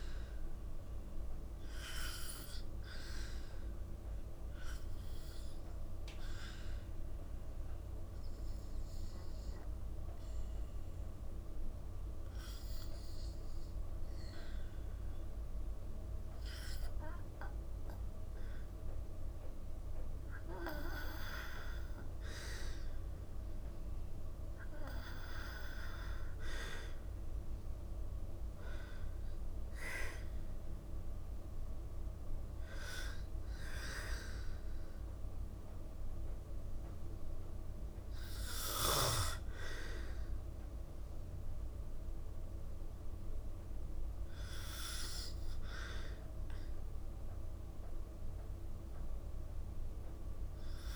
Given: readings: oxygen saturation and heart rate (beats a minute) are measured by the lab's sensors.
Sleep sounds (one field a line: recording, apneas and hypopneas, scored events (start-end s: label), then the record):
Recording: breathing in sleep by a room microphone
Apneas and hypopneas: 1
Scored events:
5.00-21.00 s: hypopnea (oxygen 95% before, 89% lowest, heart rate 54 before, 55 extreme, up 1 after)
11.50-28.50 s: oxygen desaturation (device-marked, oxygen 95% before, 90% lowest, heart rate 55 before, 54 extreme)
22.50-26.50 s: arousal
49.50-50.96 s: arousal
From the record:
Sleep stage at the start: N2 (light sleep)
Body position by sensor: on the back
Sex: female